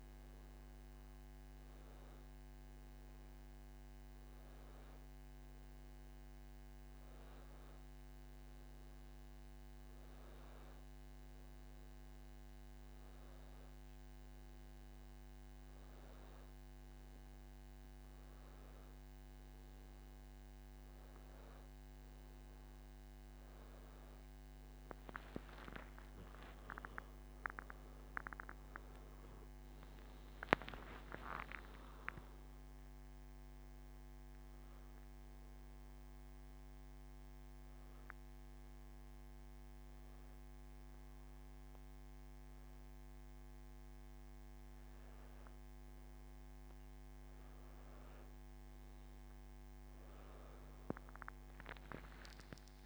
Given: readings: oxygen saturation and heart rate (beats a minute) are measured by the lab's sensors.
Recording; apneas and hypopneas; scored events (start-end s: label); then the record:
breathing in sleep by a microphone on the trachea; 1
26.50-31.50 s: arousal
37.00-48.00 s: hypopnea (oxygen 95% before, 90% lowest, heart rate 96 before, 81 extreme, up 9 after)
From the record:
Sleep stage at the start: N2 (light sleep); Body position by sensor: on the back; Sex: male